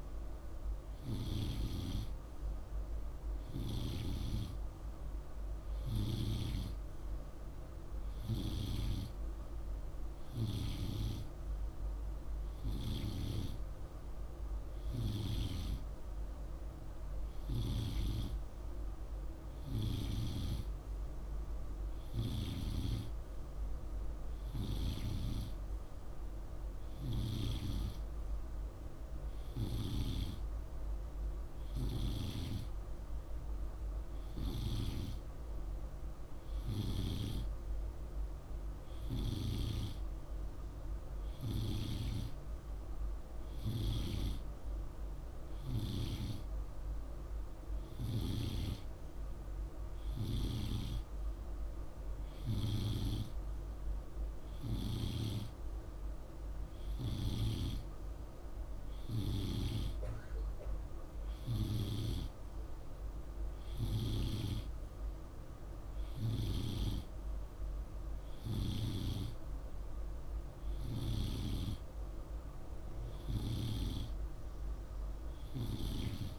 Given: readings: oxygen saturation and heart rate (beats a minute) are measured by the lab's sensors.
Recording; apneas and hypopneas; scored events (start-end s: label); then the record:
breathing in sleep by a room microphone; none
none scored
From the record:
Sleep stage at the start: N2 (light sleep); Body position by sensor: on the right side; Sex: male